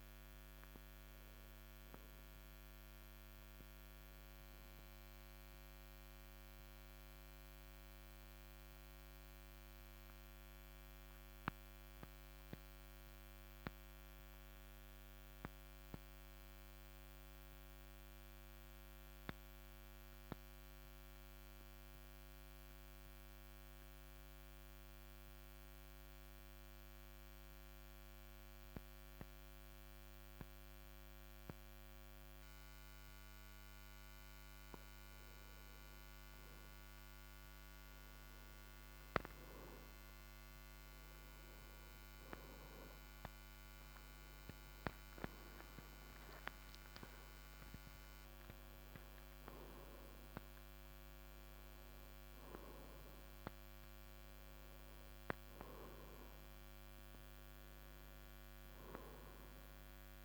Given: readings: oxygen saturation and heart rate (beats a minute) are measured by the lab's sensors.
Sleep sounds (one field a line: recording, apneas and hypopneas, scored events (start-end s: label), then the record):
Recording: breathing in sleep, hard to hear, by a microphone on the trachea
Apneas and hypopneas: 1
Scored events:
0.00-17.50 s: oxygen desaturation (device-marked, oxygen 89% lowest, heart rate 54 extreme)
7.00-32.50 s: central apnea (oxygen 96% before, 88% lowest, heart rate 57 before, 54 extreme, up 3 after)
35.00-39.00 s: arousal
39.50-50.50 s: oxygen desaturation (device-marked, oxygen 96% before, 92% lowest, heart rate 54 before, 55 extreme)
From the record:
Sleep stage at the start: N2 (light sleep)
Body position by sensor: on the right side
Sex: male